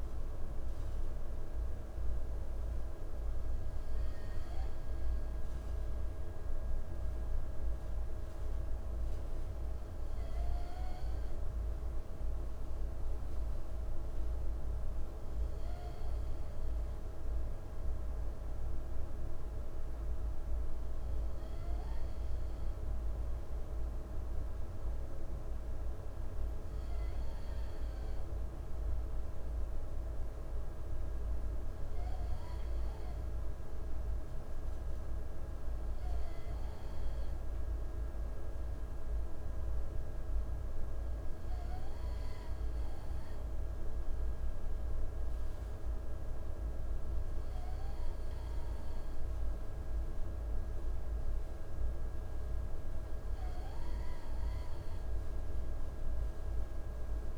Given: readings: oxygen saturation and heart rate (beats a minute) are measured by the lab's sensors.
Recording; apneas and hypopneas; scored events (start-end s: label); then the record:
breathing in sleep, hard to hear, by a room microphone; none
none scored
From the record:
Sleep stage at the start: N2 (light sleep); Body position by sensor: on the right side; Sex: male